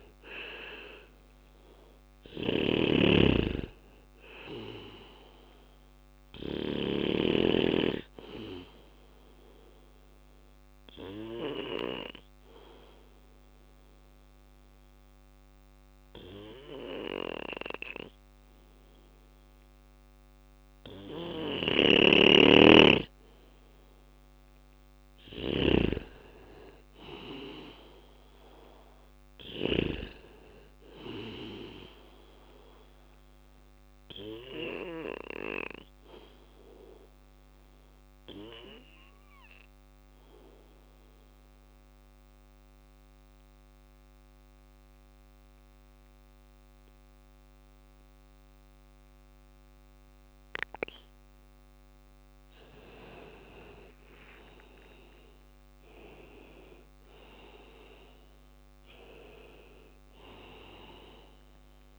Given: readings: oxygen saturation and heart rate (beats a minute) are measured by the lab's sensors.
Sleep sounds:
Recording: breathing in sleep by a microphone on the trachea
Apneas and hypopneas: 2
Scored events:
0.00-1.50 s: arousal
0.00-5.50 s: snoring (device-marked)
5.00-14.00 s: bradycardia (device-marked, heart rate 60 before, 58 extreme)
5.00-22.00 s: oxygen desaturation (device-marked, oxygen 98% before, 93% lowest, heart rate 58 before, 57 extreme)
6.50-22.50 s: obstructive apnea (oxygen 99% before, 91% lowest, heart rate 59 before, 57 extreme, up 4 after)
20.00-28.50 s: snoring (device-marked)
24.00-27.50 s: arousal
29.00-50.00 s: bradycardia (device-marked, heart rate 60 before, 57 extreme)
32.50-49.50 s: obstructive apnea (oxygen 98% before, 91% lowest, heart rate 60 before, 57 extreme, up 5 after)
51.00-54.50 s: arousal
53.00-61.99 s: drop in pulse transit time (device-marked, heart rate 58 before, 58 extreme)
59.00-61.99 s: oxygen desaturation (device-marked, oxygen 98% before, 91% lowest, heart rate 59 before, 56 extreme)
From the record:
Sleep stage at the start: N2 (light sleep)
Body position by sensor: on the back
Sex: male

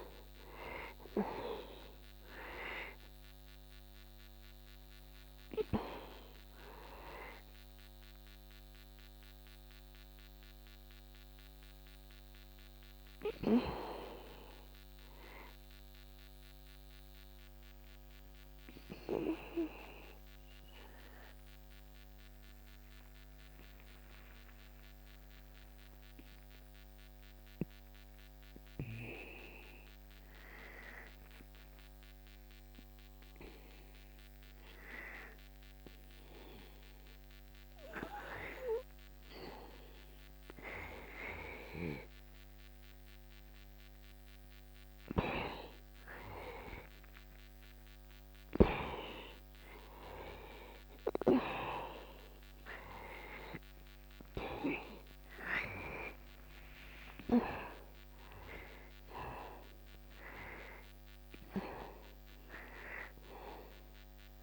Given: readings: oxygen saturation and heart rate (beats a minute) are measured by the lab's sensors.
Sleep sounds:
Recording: breathing in sleep by a microphone on the trachea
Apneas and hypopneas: 1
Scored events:
0.00-23.50 s: oxygen desaturation (device-marked, oxygen 86% lowest, heart rate 61 extreme)
12.50-16.50 s: arousal
19.00-42.00 s: obstructive apnea (oxygen 95% before, 88% lowest, heart rate 62 before, 61 extreme, up 0 after)
40.50-64.43 s: new sleep stage, N2 (light sleep)
46.00-51.00 s: arousal
47.50-64.43 s: oxygen desaturation (device-marked, oxygen 97% before, 88% lowest, heart rate 61 before, 60 extreme)
From the record:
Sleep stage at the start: N1 (lightest sleep)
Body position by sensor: on the back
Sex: male

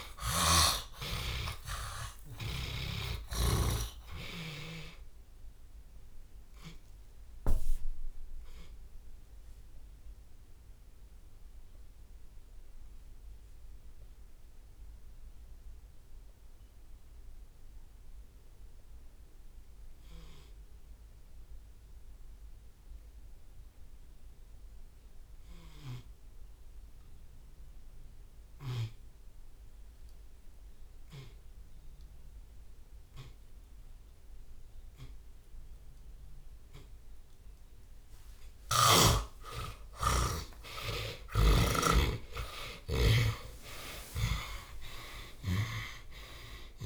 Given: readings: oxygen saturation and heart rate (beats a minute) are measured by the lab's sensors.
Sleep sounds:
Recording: breathing in sleep by a room microphone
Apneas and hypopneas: 1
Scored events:
0.00-1.00 s: arousal
0.00-21.00 s: oxygen desaturation (device-marked, oxygen 82% lowest)
1.50-3.50 s: long interval between heartbeats (device-marked, heart rate 85 before, 118 extreme)
8.50-29.50 s: obstructive apnea (oxygen 95% before, 82% lowest)
23.00-40.00 s: oxygen desaturation (device-marked, oxygen 93% before, 83% lowest)
36.00-41.00 s: tachycardia (device-marked, heart rate 60 before, 174 extreme)
40.00-44.00 s: arousal
40.50-42.50 s: long interval between heartbeats (device-marked, heart rate 40 before, 134 extreme)
41.00-44.50 s: snoring (device-marked)
From the record:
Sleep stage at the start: N2 (light sleep)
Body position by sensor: on the back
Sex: male

